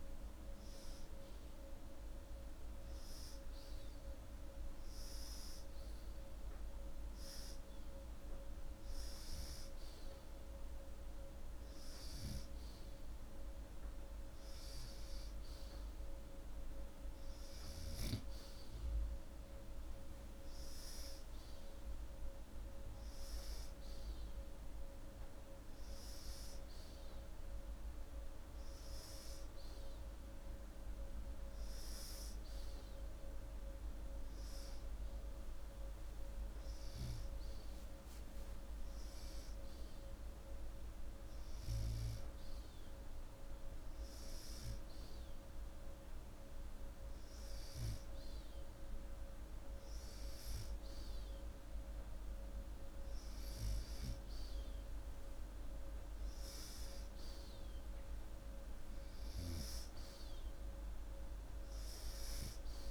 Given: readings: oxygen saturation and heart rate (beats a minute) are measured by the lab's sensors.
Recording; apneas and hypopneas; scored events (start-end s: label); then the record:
breathing in sleep, hard to hear, by a room microphone; none
4.00-7.50 s: arousal
From the record:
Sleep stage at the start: N2 (light sleep); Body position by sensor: upright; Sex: male